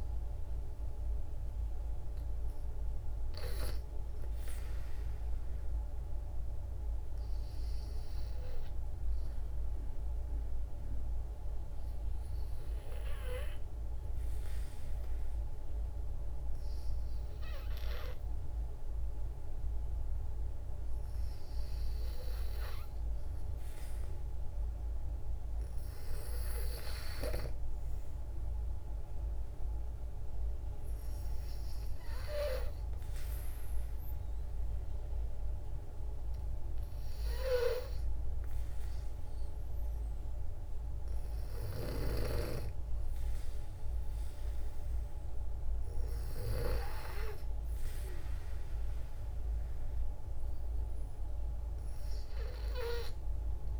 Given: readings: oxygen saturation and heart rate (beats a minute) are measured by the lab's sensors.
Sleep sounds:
breathing in sleep by a room microphone; 2
10.00-21.50 s: obstructive apnea (oxygen 97% before, 91% lowest, heart rate 58 before, 56 extreme, up 4 after)
24.00-26.50 s: arousal
25.00-47.00 s: oxygen desaturation (device-marked, oxygen 94% before, 91% lowest, heart rate 58 before, 57 extreme)
28.50-40.00 s: hypopnea (oxygen 96% before, 91% lowest, heart rate 58 before, 57 extreme, up 3 after)
43.50-48.00 s: arousal
From the record:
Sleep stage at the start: N2 (light sleep); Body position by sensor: on the back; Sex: female

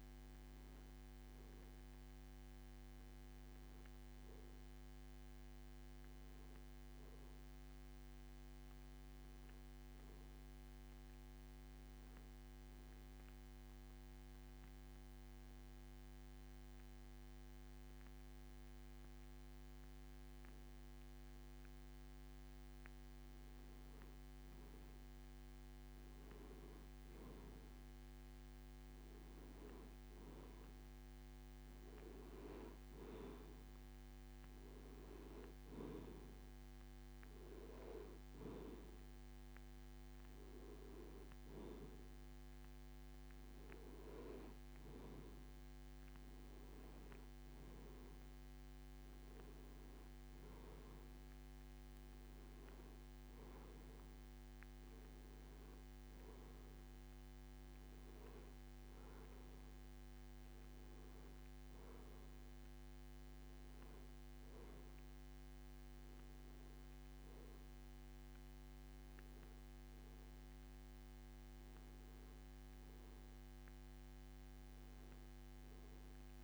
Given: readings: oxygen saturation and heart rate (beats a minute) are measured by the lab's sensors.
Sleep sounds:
breathing in sleep, hard to hear, by a microphone on the trachea; none
none scored
From the record:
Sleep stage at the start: N2 (light sleep); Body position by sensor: on the back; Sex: male

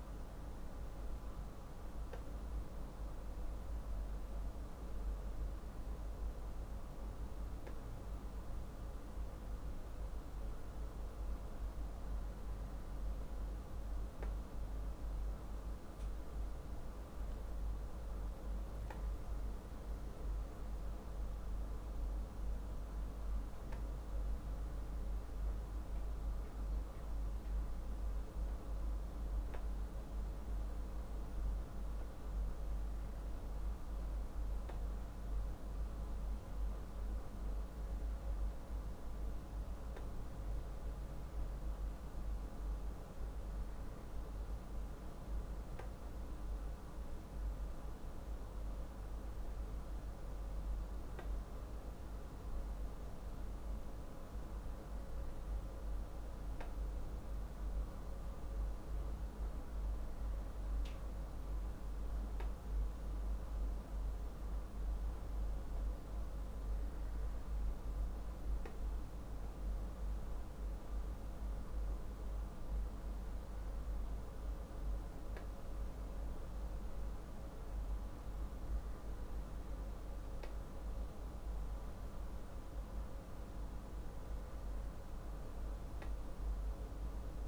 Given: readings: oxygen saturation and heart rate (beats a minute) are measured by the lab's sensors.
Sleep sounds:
breathing in sleep, hard to hear, by a room microphone; none
none scored
From the record:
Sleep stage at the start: N2 (light sleep); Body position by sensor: on the back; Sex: male

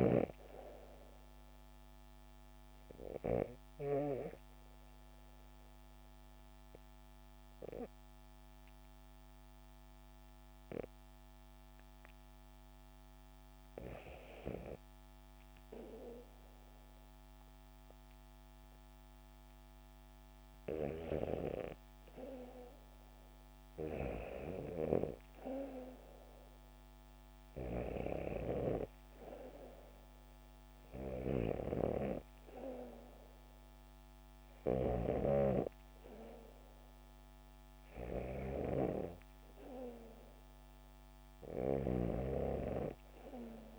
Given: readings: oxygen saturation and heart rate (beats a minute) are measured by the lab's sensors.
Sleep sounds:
breathing in sleep by a microphone on the trachea; 1
1.00-13.50 s: obstructive apnea (oxygen 97% before, 93% lowest, heart rate 71 before, 69 extreme, up 2 after)
18.00-21.00 s: arousal
From the record:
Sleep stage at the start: REM sleep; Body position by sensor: on the back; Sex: female

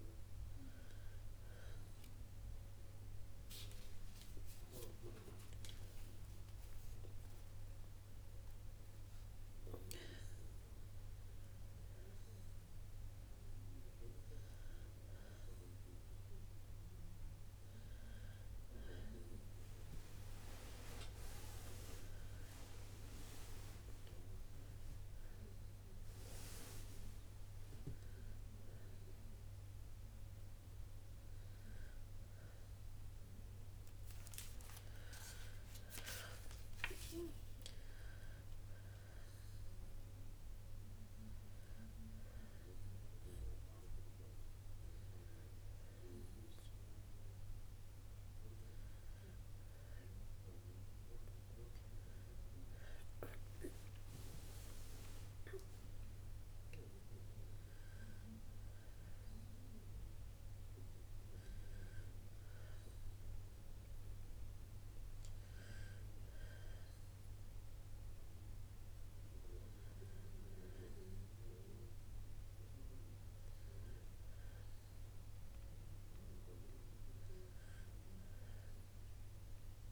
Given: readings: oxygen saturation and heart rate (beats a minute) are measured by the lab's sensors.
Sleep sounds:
breathing in sleep by a room microphone; 2
0.00-4.50 s: arousal
12.00-22.00 s: obstructive apnea (oxygen 92% before, 91% lowest, heart rate 66 before, 63 extreme, up 6 after)
25.00-30.50 s: arousal
40.00-51.00 s: obstructive apnea (oxygen 93% before, 91% lowest, heart rate 66 before, 62 extreme, up 2 after)
52.50-56.00 s: arousal
From the record:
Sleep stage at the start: N2 (light sleep); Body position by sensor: on the back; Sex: female

